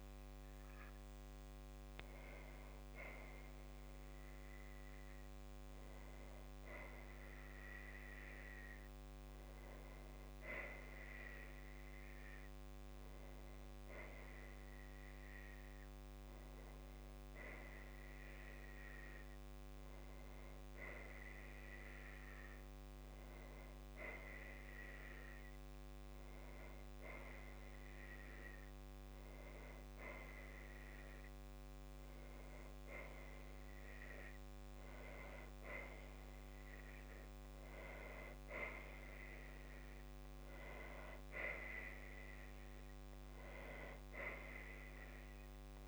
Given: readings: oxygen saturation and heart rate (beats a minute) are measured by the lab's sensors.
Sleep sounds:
a person awake in a sleep study, by a microphone on the trachea; none
41.50-45.88 s: oxygen desaturation (device-marked, oxygen 98% before, 93% lowest, heart rate 61 before, 61 extreme)
From the record:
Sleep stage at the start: awake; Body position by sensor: on the right side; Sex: female

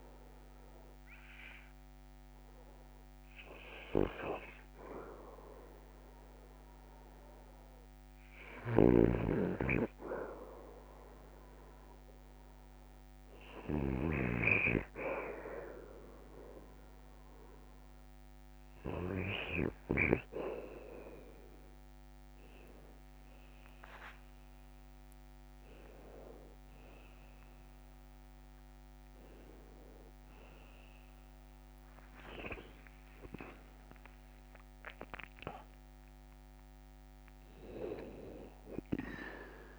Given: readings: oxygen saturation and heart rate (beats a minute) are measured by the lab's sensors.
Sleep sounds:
breathing in sleep by a microphone on the trachea; none
8.50-14.50 s: snoring (device-marked)
22.00-33.00 s: tachycardia (device-marked, heart rate 61 before, 160 extreme)
26.00-28.00 s: long interval between heartbeats (device-marked, heart rate 69 before, 132 extreme)
28.00-33.50 s: arousal
28.50-30.50 s: long interval between heartbeats (device-marked, heart rate 77 before, 154 extreme)
31.00-33.00 s: long interval between heartbeats (device-marked, heart rate 91 before, 130 extreme)
From the record:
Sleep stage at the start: REM sleep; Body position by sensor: on the back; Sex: male

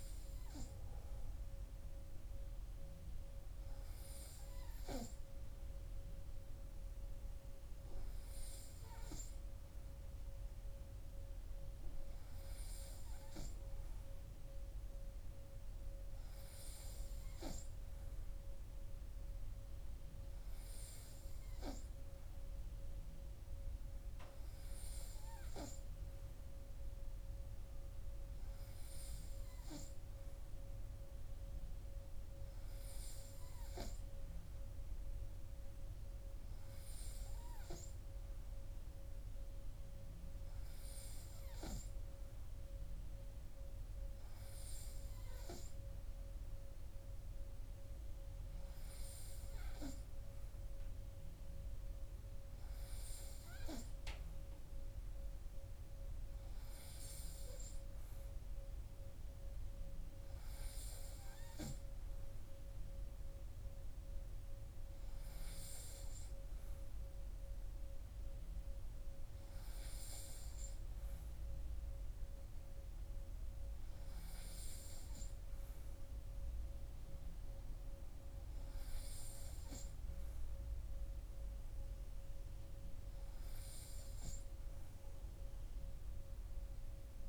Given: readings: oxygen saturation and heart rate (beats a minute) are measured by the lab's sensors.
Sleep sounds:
breathing in sleep, hard to hear, by a room microphone; none
none scored
From the record:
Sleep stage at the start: N3 (deep sleep); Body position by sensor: on the right side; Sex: male

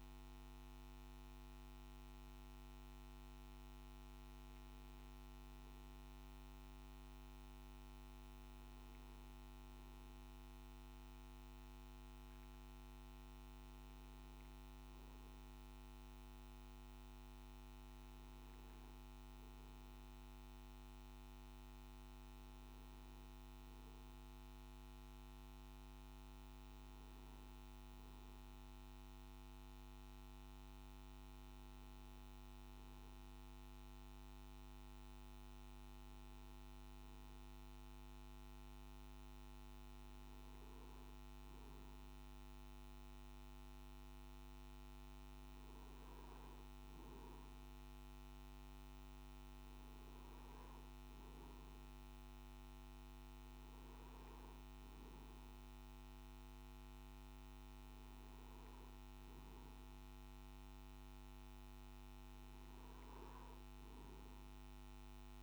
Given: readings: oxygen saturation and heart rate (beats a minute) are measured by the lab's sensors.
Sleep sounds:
breathing in sleep, hard to hear, by a microphone on the trachea; none
44.00-65.43 s: new sleep stage, N2 (light sleep)
From the record:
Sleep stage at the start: N1 (lightest sleep); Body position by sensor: on the back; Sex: male

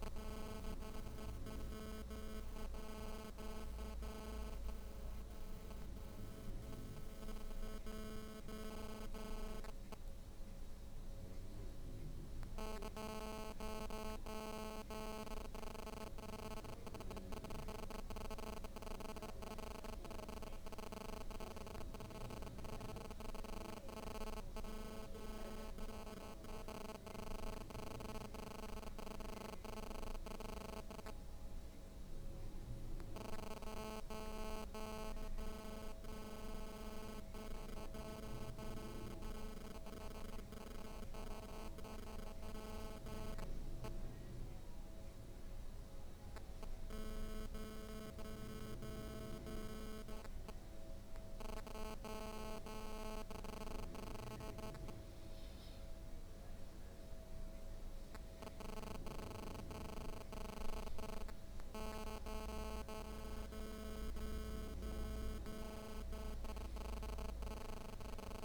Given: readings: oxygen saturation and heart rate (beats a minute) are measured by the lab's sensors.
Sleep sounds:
breathing in sleep by a room microphone; 1
27.50-31.50 s: arousal
36.00-46.00 s: hypopnea (oxygen 94% before, 93% lowest, heart rate 76 before, 67 extreme, up 10 after)
50.00-54.00 s: arousal
From the record:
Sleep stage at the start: N2 (light sleep); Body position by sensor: on the back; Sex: female

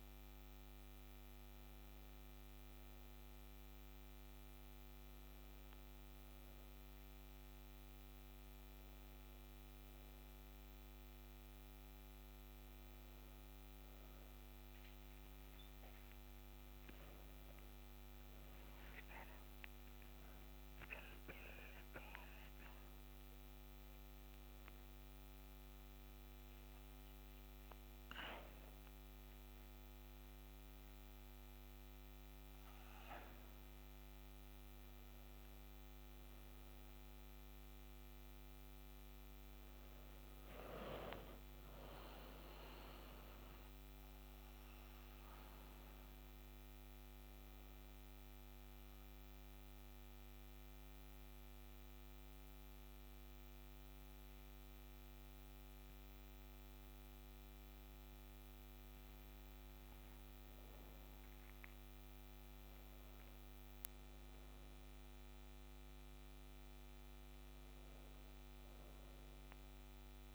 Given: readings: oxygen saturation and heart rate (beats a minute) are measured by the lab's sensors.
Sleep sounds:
a person awake in a sleep study, hard to hear, by a microphone on the trachea; 1
49.00-60.00 s: central apnea (oxygen 96% before, 95% lowest, heart rate 62 before, 59 extreme, up 3 after)
From the record:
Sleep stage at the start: awake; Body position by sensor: on the back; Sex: female

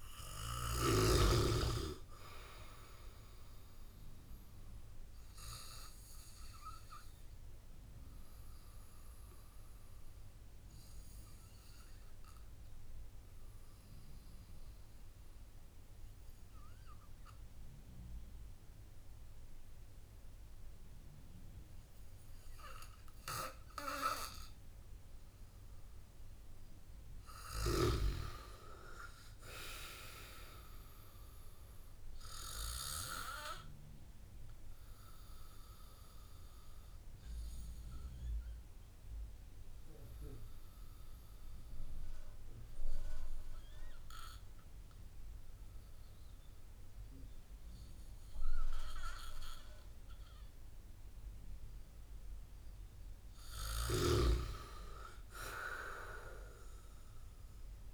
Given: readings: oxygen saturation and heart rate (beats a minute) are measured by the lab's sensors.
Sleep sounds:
breathing in sleep by a room microphone; 2
0.00-1.50 s: snoring (device-marked)
6.00-25.00 s: obstructive apnea (oxygen 96% before, 93% lowest)
28.00-31.00 s: arousal
34.50-53.00 s: obstructive apnea (oxygen 97% before, 93% lowest)
54.50-57.00 s: arousal
From the record:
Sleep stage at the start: N2 (light sleep); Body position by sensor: on the back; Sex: male

